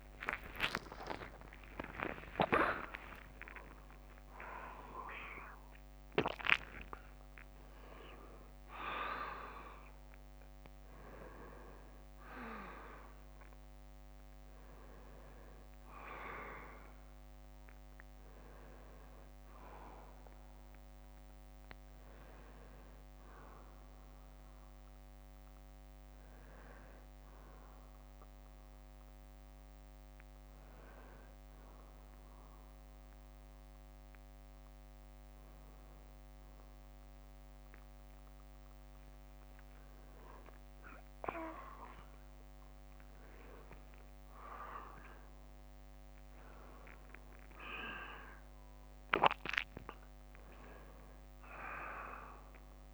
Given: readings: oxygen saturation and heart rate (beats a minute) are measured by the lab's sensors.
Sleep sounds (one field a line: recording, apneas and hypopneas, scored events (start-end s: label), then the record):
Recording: a person awake in a sleep study, by a microphone on the trachea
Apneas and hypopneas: none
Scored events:
0.00-4.50 s: tachycardia (device-marked, heart rate 180 extreme)
34.50-36.50 s: bradycardia (device-marked, heart rate 64 before, 61 extreme)
From the record:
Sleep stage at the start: awake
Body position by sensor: on the back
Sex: male